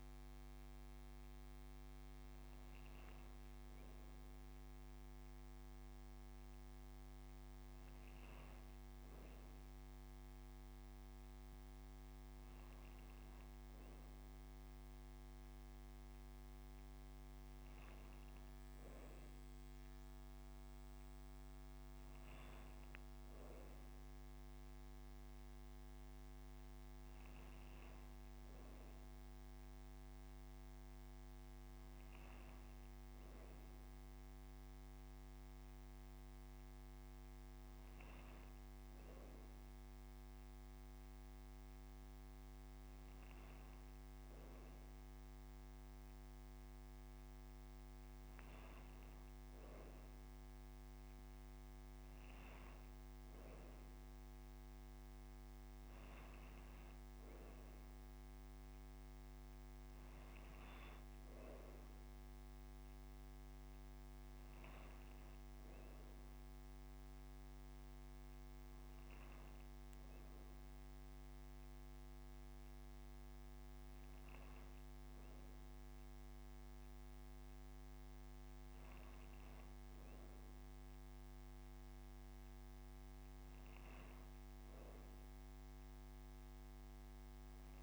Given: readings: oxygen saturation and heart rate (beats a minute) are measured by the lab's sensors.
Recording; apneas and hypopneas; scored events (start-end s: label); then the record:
breathing in sleep, hard to hear, by a microphone on the trachea; none
33.50-35.50 s: long interval between heartbeats (device-marked)
82.00-84.00 s: long interval between heartbeats (device-marked)
85.00-87.00 s: long interval between heartbeats (device-marked)
From the record:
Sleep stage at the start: N2 (light sleep); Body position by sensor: on the right side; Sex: female